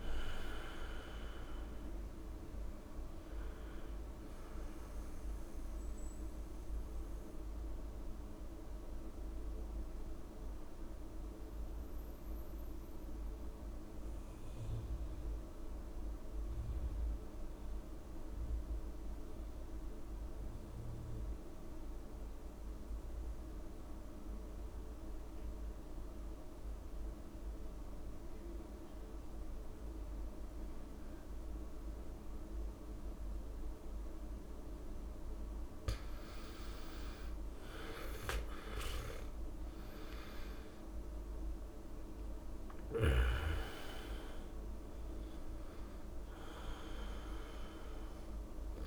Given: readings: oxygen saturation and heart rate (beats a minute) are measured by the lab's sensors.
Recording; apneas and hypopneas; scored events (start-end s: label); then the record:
breathing in sleep, hard to hear, by a room microphone; 1
0.00-12.50 s: oxygen desaturation (device-marked, oxygen 88% lowest)
5.50-34.50 s: mixed apnea (oxygen 99% before, 86% lowest)
28.50-48.87 s: oxygen desaturation (device-marked, oxygen 98% before, 86% lowest)
36.00-41.00 s: arousal
From the record:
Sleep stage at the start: N2 (light sleep); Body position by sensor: on the back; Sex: male